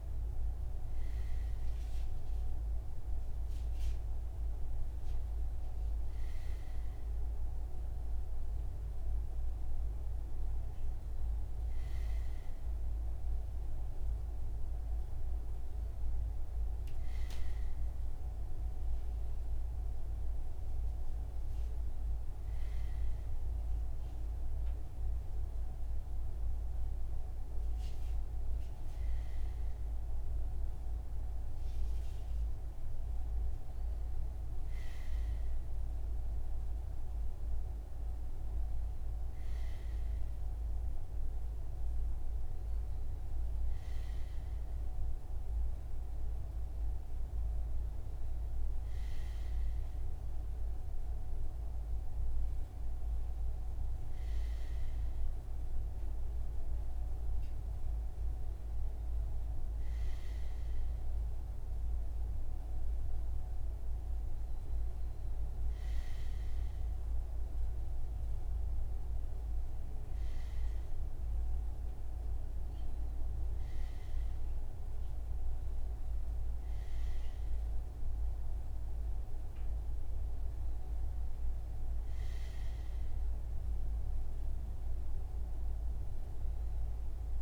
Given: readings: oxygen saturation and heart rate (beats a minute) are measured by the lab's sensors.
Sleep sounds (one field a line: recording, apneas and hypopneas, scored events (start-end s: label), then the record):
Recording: breathing in sleep, hard to hear, by a room microphone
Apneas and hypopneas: none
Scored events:
none scored
From the record:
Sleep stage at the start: REM sleep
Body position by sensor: on the front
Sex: male